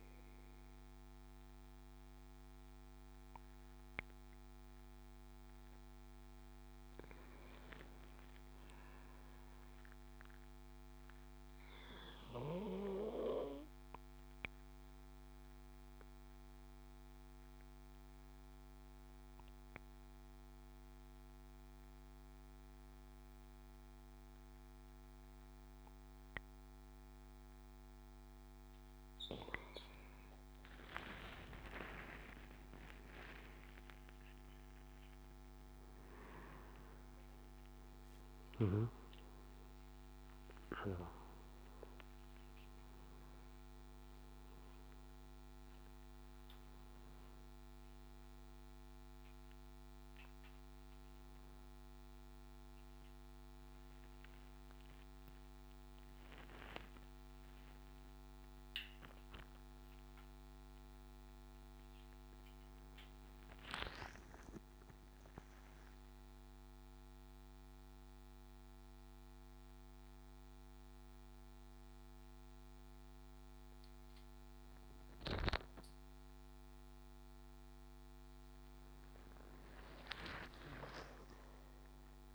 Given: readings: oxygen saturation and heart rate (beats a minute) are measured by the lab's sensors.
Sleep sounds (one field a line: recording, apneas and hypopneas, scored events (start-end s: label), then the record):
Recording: a person partly awake in a sleep study, by a microphone on the trachea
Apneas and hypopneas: 1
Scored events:
7.50-11.00 s: arousal
13.00-29.00 s: obstructive apnea (oxygen 98% before, 93% lowest, heart rate 71 before, 65 extreme, up 17 after)
31.50-50.50 s: oxygen desaturation (device-marked, oxygen 97% before, 93% lowest, heart rate 68 before, 69 extreme)
35.50-45.50 s: tachycardia (device-marked, heart rate 72 before, 162 extreme)
40.00-42.00 s: long interval between heartbeats (device-marked, heart rate 72 before, 129 extreme)
42.00-44.00 s: long interval between heartbeats (device-marked, heart rate 78 before, 143 extreme)
43.50-82.34 s: new sleep stage, awake
44.00-46.00 s: long interval between heartbeats (device-marked, heart rate 86 before, 155 extreme)
46.00-48.00 s: long interval between heartbeats (device-marked, heart rate 96 before, 119 extreme)
64.50-66.50 s: long interval between heartbeats (device-marked, heart rate 88 before, 86 extreme)
64.50-68.50 s: tachycardia (device-marked, heart rate 74 before, 107 extreme)
67.50-69.50 s: long interval between heartbeats (device-marked, heart rate 82 before, 107 extreme)
72.50-74.50 s: long interval between heartbeats (device-marked, heart rate 86 before, 88 extreme)
From the record:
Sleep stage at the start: N2 (light sleep)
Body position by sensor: on the back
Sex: male